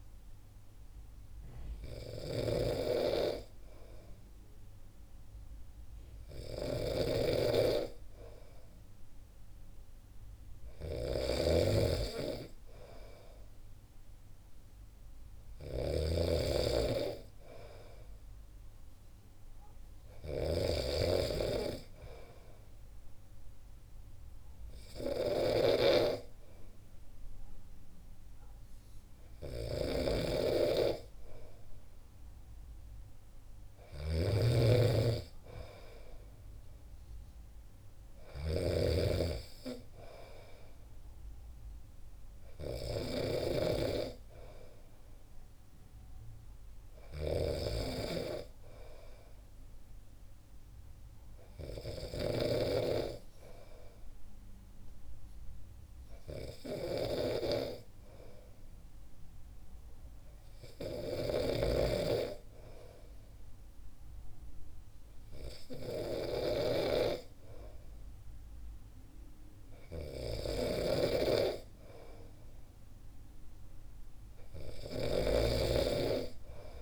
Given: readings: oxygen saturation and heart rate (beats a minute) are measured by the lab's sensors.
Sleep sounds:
breathing in sleep by a room microphone; none
0.00-52.50 s: snoring (device-marked)
61.00-75.50 s: snoring (device-marked)
From the record:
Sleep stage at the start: N2 (light sleep); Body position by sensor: on the back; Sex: male

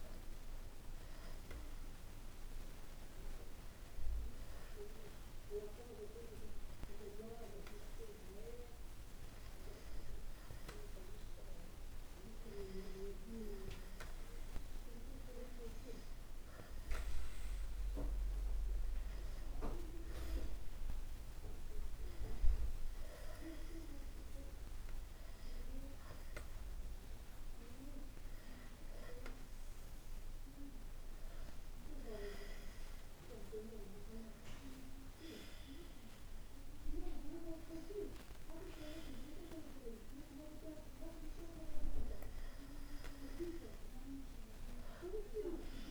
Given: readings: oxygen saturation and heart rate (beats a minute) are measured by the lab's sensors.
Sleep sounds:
breathing in sleep by a room microphone; none
none scored
From the record:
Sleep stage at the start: N1 (lightest sleep); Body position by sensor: on the back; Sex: male

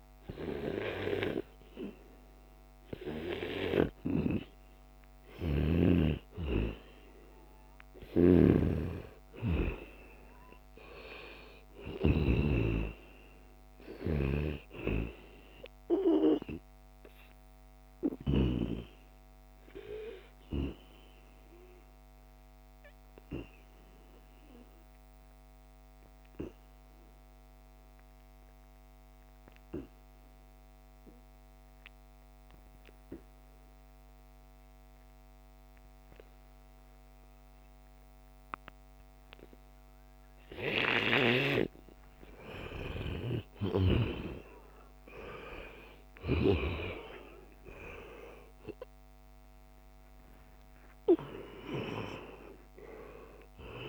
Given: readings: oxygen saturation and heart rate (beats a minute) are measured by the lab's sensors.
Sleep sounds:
breathing in sleep by a microphone on the trachea; 1
8.00-12.50 s: snoring (device-marked)
8.50-30.50 s: oxygen desaturation (device-marked, oxygen 96% before, 92% lowest, heart rate 79 before, 72 extreme)
20.00-42.00 s: obstructive apnea (oxygen 96% before, 87% lowest, heart rate 82 before, 72 extreme, up 6 after)
41.50-53.89 s: oxygen desaturation (device-marked, oxygen 96% before, 87% lowest, heart rate 76 before, 74 extreme)
42.50-46.50 s: arousal
From the record:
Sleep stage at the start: N2 (light sleep); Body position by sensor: on the back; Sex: male

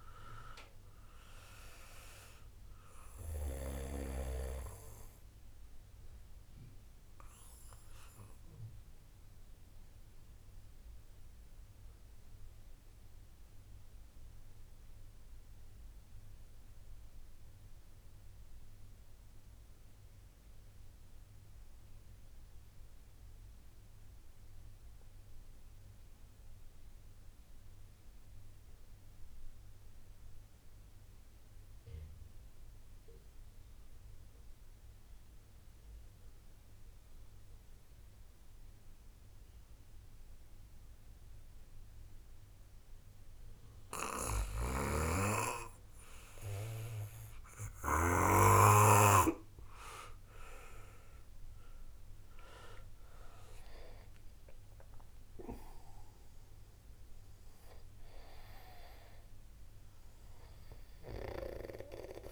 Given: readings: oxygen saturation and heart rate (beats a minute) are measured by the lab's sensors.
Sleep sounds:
breathing in sleep by a room microphone; 1
0.00-4.00 s: snoring (device-marked)
0.00-18.00 s: oxygen desaturation (device-marked, oxygen 85% lowest, heart rate 57 extreme)
8.00-48.00 s: obstructive apnea (oxygen 95% before, 84% lowest, heart rate 66 before, 36 extreme, up 12 after)
35.00-62.32 s: oxygen desaturation (device-marked, oxygen 97% before, 84% lowest, heart rate 70 before, 36 extreme)
54.00-59.50 s: arousal
From the record:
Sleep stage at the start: N2 (light sleep); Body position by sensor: on the back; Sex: male

